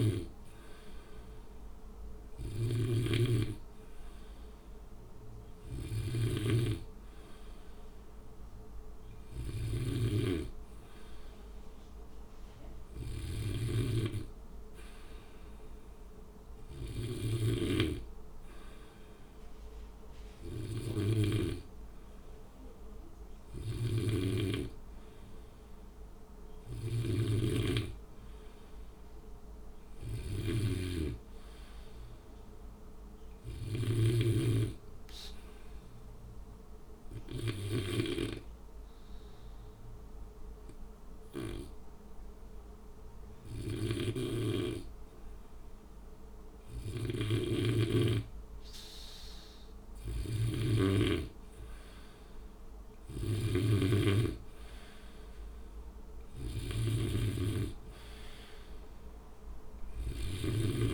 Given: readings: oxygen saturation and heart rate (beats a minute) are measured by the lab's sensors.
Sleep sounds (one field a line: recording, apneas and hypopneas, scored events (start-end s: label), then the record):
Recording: breathing in sleep by a room microphone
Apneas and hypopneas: 1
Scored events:
0.00-6.50 s: snoring (device-marked)
23.50-34.50 s: snoring (device-marked)
36.50-48.50 s: obstructive apnea (oxygen 96% before, 92% lowest, heart rate 61 before, 58 extreme, up 5 after)
50.00-53.50 s: snoring (device-marked)
52.50-57.50 s: arousal
From the record:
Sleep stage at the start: N2 (light sleep)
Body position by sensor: on the back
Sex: male